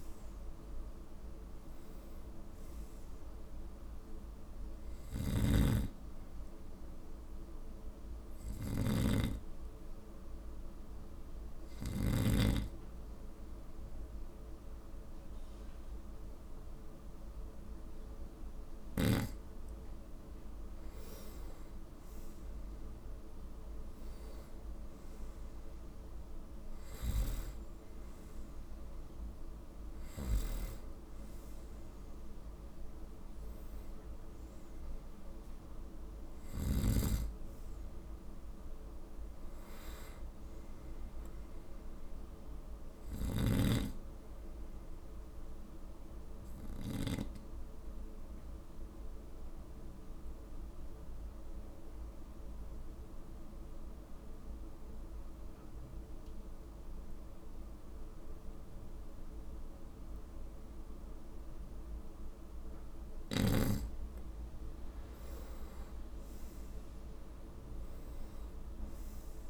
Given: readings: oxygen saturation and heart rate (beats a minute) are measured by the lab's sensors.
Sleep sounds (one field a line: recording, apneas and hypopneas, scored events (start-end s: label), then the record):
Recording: breathing in sleep by a room microphone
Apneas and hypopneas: 2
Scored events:
0.00-2.50 s: arousal
5.00-12.00 s: snoring (device-marked)
7.50-20.00 s: hypopnea (oxygen 94% before, 94% lowest, heart rate 62 before, 52 extreme, up 8 after)
22.00-25.50 s: arousal
40.00-43.50 s: arousal
43.00-47.00 s: snoring (device-marked)
46.00-63.00 s: obstructive apnea (oxygen 98% before, 95% lowest, heart rate 58 before, 52 extreme, up 7 after)
66.00-69.50 s: arousal
From the record:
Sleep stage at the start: N2 (light sleep)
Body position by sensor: on the right side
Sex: male